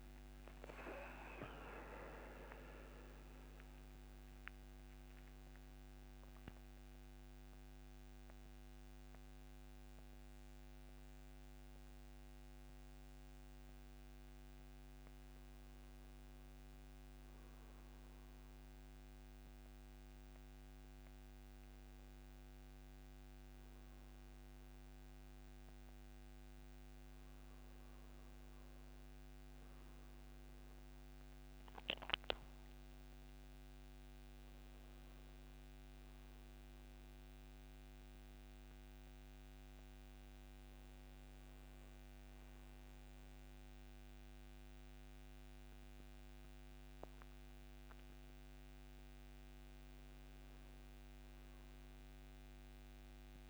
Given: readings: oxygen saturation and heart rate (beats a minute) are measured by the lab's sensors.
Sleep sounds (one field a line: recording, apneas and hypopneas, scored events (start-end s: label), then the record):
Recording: breathing in sleep by a microphone on the trachea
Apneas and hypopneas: none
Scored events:
24.50-41.50 s: oxygen desaturation (device-marked, oxygen 99% before, 95% lowest)
29.50-53.50 s: new sleep stage, N2 (light sleep)
46.50-53.50 s: oxygen desaturation (device-marked, oxygen 96% before, 92% lowest)
From the record:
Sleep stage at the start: N1 (lightest sleep)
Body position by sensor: on the back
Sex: male